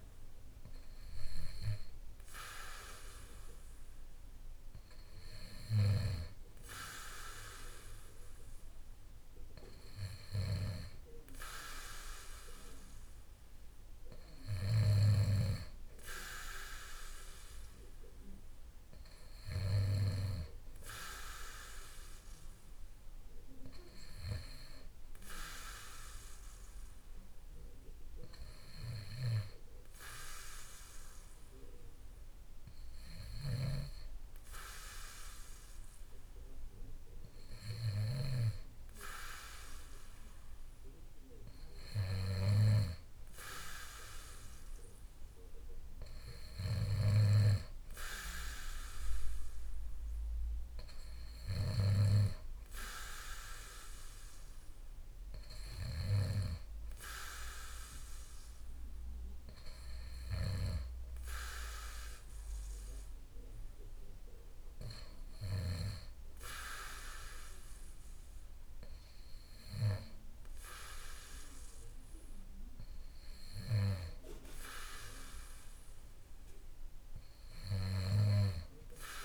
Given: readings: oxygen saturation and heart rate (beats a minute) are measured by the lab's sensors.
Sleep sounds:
breathing in sleep by a room microphone; none
33.50-38.50 s: snoring (device-marked)
From the record:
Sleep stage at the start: N2 (light sleep); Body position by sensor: on the back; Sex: male

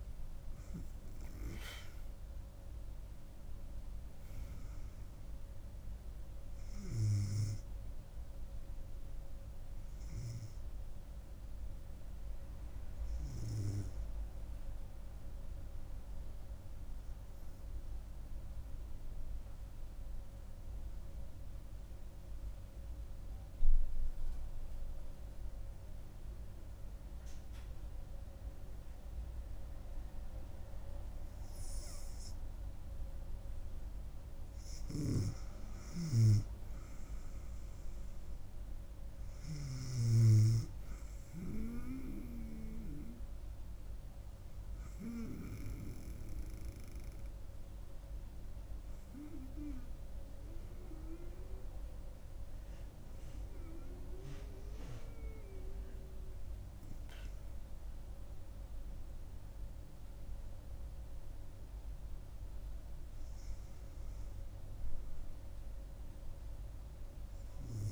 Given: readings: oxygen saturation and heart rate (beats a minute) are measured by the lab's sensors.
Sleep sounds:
breathing in sleep by a room microphone; 2
0.00-22.50 s: oxygen desaturation (device-marked, oxygen 91% lowest, heart rate 63 extreme)
12.50-33.50 s: hypopnea (oxygen 98% before, 91% lowest, heart rate 73 before, 63 extreme, up 3 after)
35.00-36.50 s: arousal
35.50-57.50 s: oxygen desaturation (device-marked, oxygen 98% before, 92% lowest, heart rate 65 before, 64 extreme)
44.50-57.50 s: hypopnea (oxygen 98% before, 92% lowest, heart rate 67 before, 64 extreme, up 5 after)
60.50-64.00 s: arousal
From the record:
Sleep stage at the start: N2 (light sleep); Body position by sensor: on the back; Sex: female

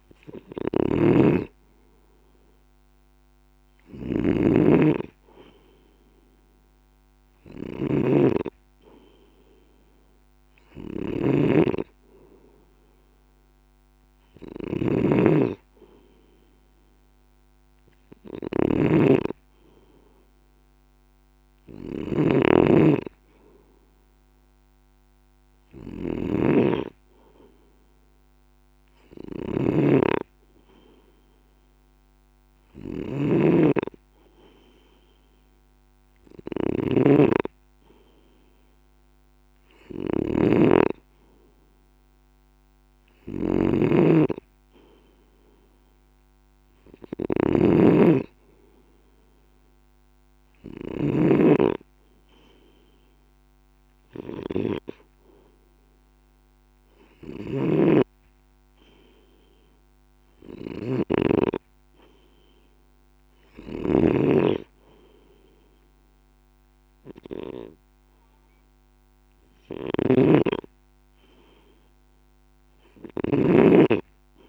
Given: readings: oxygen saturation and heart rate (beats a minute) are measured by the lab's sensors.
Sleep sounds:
breathing in sleep by a microphone on the trachea; none
0.00-74.49 s: snoring (device-marked)
From the record:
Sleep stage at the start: N2 (light sleep); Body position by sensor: on the left side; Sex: male

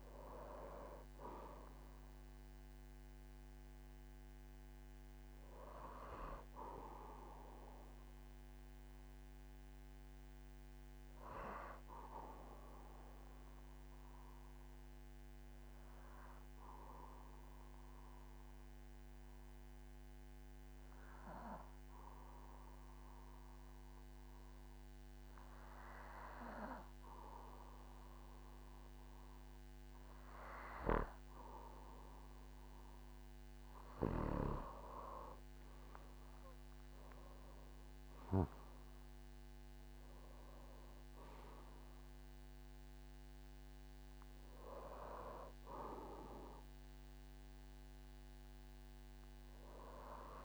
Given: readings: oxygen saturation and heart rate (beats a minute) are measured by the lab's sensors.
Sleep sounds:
breathing in sleep by a microphone on the trachea; 1
0.00-17.00 s: oxygen desaturation (device-marked, oxygen 93% lowest, heart rate 46 extreme)
13.00-29.00 s: obstructive apnea (oxygen 98% before, 93% lowest, heart rate 55 before, 47 extreme, up 17 after)
34.50-38.50 s: arousal
35.00-50.45 s: oxygen desaturation (device-marked, oxygen 98% before, 93% lowest, heart rate 48 before, 47 extreme)
36.00-38.00 s: long interval between heartbeats (device-marked, heart rate 49 before, 64 extreme)
From the record:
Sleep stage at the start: N2 (light sleep); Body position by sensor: on the back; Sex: male

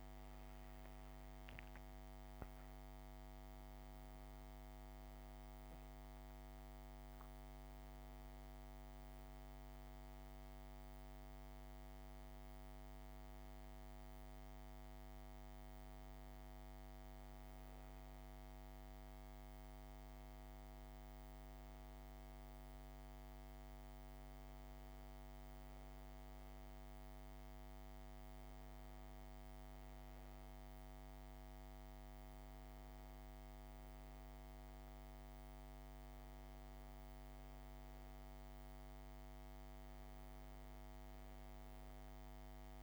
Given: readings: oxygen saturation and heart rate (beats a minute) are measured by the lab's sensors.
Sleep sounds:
breathing in sleep, hard to hear, by a microphone on the trachea; none
none scored
From the record:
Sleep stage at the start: N1 (lightest sleep); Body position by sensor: on the back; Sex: female

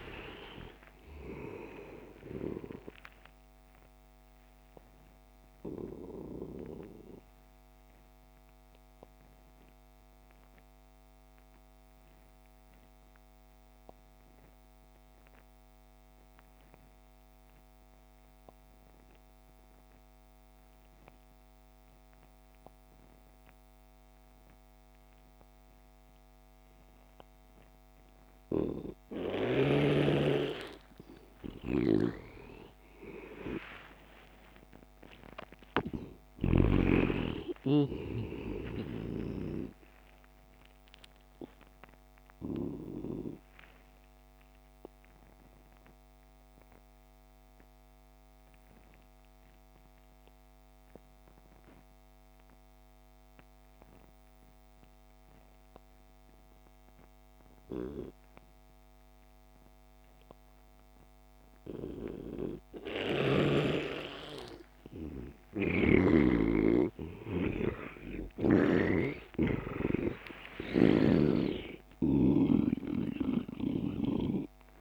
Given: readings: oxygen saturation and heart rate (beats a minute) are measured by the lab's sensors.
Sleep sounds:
breathing in sleep by a microphone on the trachea; 2
0.00-17.50 s: oxygen desaturation (device-marked, oxygen 88% lowest)
3.50-30.00 s: obstructive apnea (oxygen 99% before, 85% lowest)
31.50-37.50 s: arousal
31.50-53.50 s: oxygen desaturation (device-marked, oxygen 98% before, 85% lowest)
36.50-40.00 s: snoring (device-marked)
40.50-64.50 s: obstructive apnea (oxygen 98% before, 85% lowest)
66.00-71.50 s: arousal
71.00-74.50 s: snoring (device-marked)
From the record:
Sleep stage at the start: N2 (light sleep); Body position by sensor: on the back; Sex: male

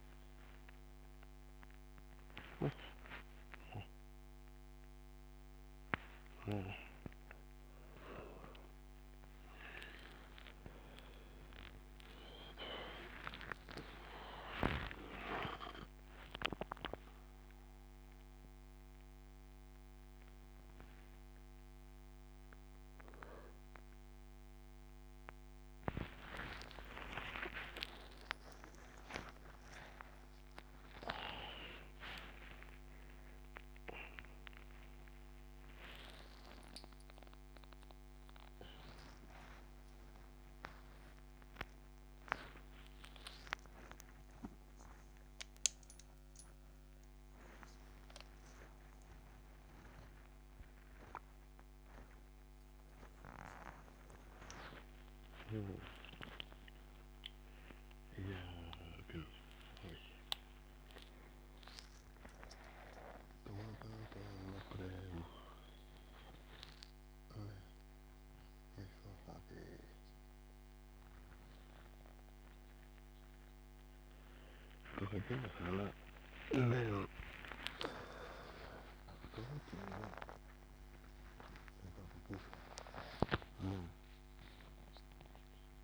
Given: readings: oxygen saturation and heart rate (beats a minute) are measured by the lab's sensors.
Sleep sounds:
a person awake in a sleep study, by a microphone on the trachea; none
11.50-17.50 s: tachycardia (device-marked, heart rate 82 before, 105 extreme)
15.00-17.00 s: long interval between heartbeats (device-marked, heart rate 92 before, 103 extreme)
26.50-29.50 s: tachycardia (device-marked, heart rate 83 before, 100 extreme)
27.00-29.00 s: long interval between heartbeats (device-marked, heart rate 94 before, 97 extreme)
32.50-36.50 s: tachycardia (device-marked, heart rate 83 before, 101 extreme)
56.50-61.50 s: tachycardia (device-marked, heart rate 84 before, 102 extreme)
73.50-80.50 s: tachycardia (device-marked, heart rate 84 before, 116 extreme)
78.00-80.00 s: long interval between heartbeats (device-marked, heart rate 98 before, 116 extreme)
From the record:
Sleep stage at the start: awake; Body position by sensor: on the right side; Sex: male

